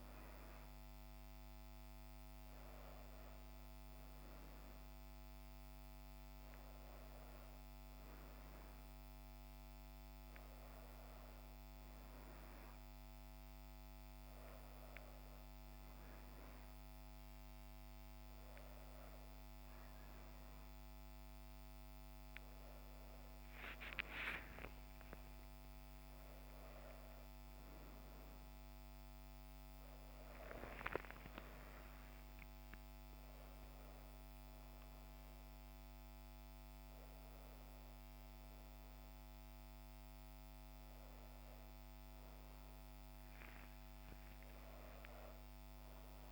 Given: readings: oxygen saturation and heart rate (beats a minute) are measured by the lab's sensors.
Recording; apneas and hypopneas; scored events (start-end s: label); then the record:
breathing in sleep, hard to hear, by a microphone on the trachea; none
25.00-30.50 s: arousal
From the record:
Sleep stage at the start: N1 (lightest sleep); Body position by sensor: on the back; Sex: female